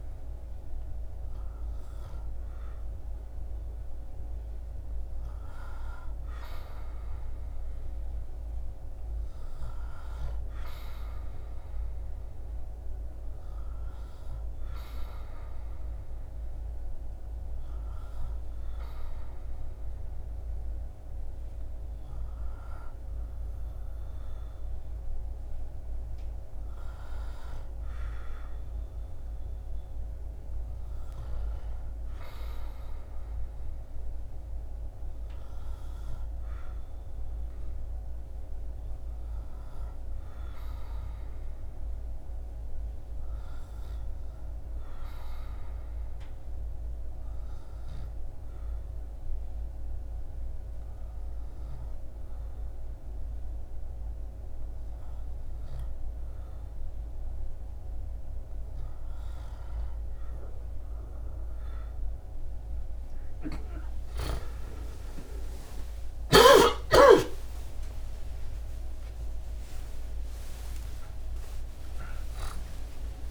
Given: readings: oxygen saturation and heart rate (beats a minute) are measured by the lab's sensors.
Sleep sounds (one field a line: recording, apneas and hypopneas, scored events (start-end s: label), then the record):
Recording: breathing in sleep, hard to hear, by a room microphone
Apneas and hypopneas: 1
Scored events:
46.50-58.00 s: hypopnea (oxygen 97% before, 94% lowest, heart rate 78 before, 76 extreme, up 6 after)
59.50-73.31 s: new sleep stage, awake
From the record:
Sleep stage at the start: N2 (light sleep)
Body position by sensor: on the back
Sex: male